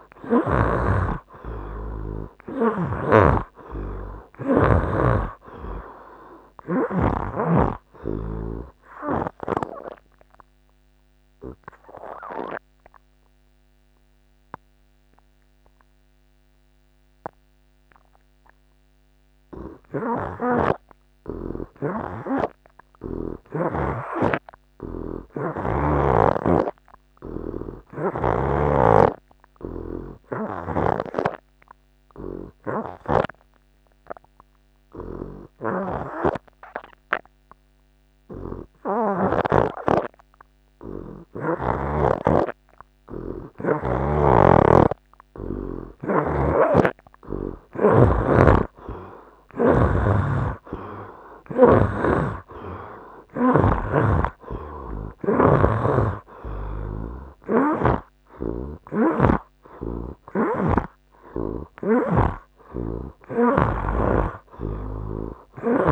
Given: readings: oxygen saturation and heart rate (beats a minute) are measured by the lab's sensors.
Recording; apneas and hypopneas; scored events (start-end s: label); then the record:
breathing in sleep by a microphone on the trachea; 2
0.00-3.00 s: snoring (device-marked)
0.00-12.50 s: oxygen desaturation (device-marked, oxygen 66% lowest, heart rate 68 extreme)
9.50-20.50 s: obstructive apnea (oxygen 80% before, 67% lowest, heart rate 81 before, 68 extreme, up 2 after)
21.50-26.00 s: snoring (device-marked)
23.00-26.50 s: arousal
26.50-65.92 s: oxygen desaturation (device-marked, oxygen 92% before, 67% lowest, heart rate 75 before, 70 extreme)
32.00-45.00 s: obstructive apnea (oxygen 92% before, 67% lowest, heart rate 73 before, 73 extreme, up 8 after)
46.50-50.00 s: snoring (device-marked)
49.50-53.50 s: arousal
52.00-55.50 s: snoring (device-marked)
57.50-64.00 s: snoring (device-marked)
From the record:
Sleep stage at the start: N2 (light sleep); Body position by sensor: on the right side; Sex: male